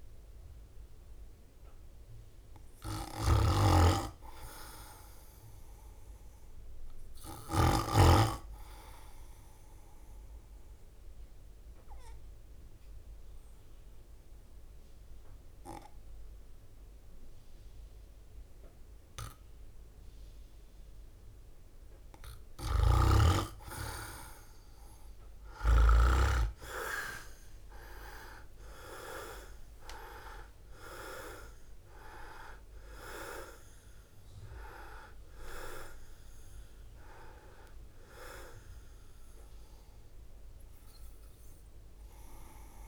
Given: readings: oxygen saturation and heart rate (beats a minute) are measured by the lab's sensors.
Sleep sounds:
breathing in sleep by a room microphone; 1
0.00-1.00 s: drop in pulse transit time (device-marked, heart rate 54 extreme)
3.00-8.00 s: snoring (device-marked)
11.00-23.00 s: mixed apnea (oxygen 100% before, 94% lowest, heart rate 56 before, 52 extreme, up 32 after)
22.00-26.00 s: snoring (device-marked)
24.50-29.50 s: arousal
28.00-32.00 s: leg movement (device-marked)
28.00-42.88 s: oxygen desaturation (device-marked, oxygen 98% before, 95% lowest, heart rate 55 before, 53 extreme)
29.00-42.88 s: drop in pulse transit time (device-marked, heart rate 56 before, 59 extreme)
29.50-31.50 s: long interval between heartbeats (device-marked, heart rate 56 before, 79 extreme)
From the record:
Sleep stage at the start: N2 (light sleep); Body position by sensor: on the right side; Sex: male

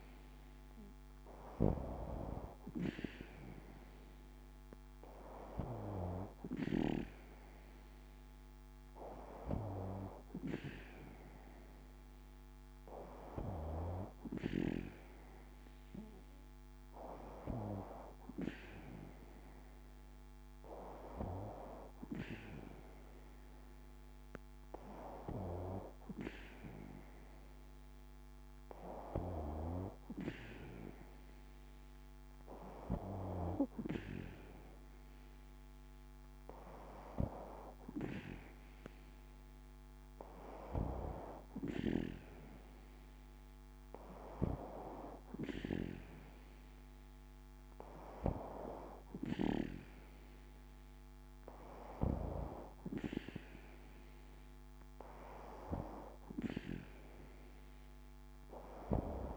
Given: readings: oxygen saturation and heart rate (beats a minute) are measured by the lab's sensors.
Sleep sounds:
breathing in sleep by a microphone on the trachea; none
none scored
From the record:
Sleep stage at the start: N2 (light sleep); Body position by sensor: on the back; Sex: female

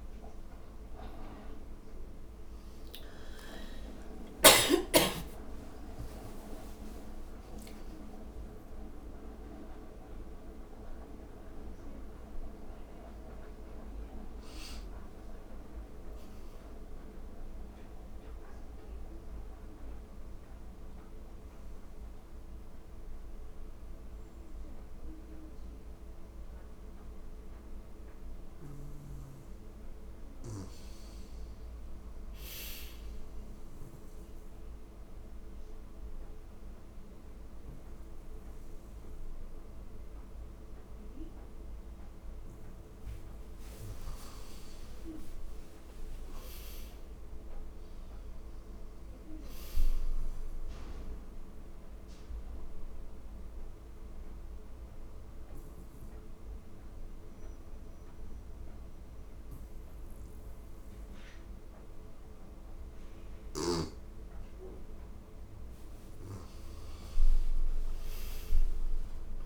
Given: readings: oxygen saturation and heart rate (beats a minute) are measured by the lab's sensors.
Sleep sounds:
breathing in sleep by a room microphone; 2
0.00-8.50 s: oxygen desaturation (device-marked, oxygen 91% lowest, heart rate 88 extreme)
2.50-7.00 s: arousal
33.00-43.00 s: obstructive apnea (oxygen 100% before, 89% lowest, heart rate 93 before, 86 extreme, up 5 after)
34.50-49.50 s: oxygen desaturation (device-marked, oxygen 100% before, 92% lowest, heart rate 92 before, 86 extreme)
44.00-48.00 s: arousal
51.50-63.50 s: obstructive apnea (oxygen 100% before, 89% lowest, heart rate 90 before, 83 extreme, up 4 after)
54.50-61.50 s: oxygen desaturation (device-marked, oxygen 95% before, 92% lowest, heart rate 90 before, 83 extreme)
64.50-68.50 s: arousal
From the record:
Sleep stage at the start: N2 (light sleep); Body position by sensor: on the right side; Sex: female

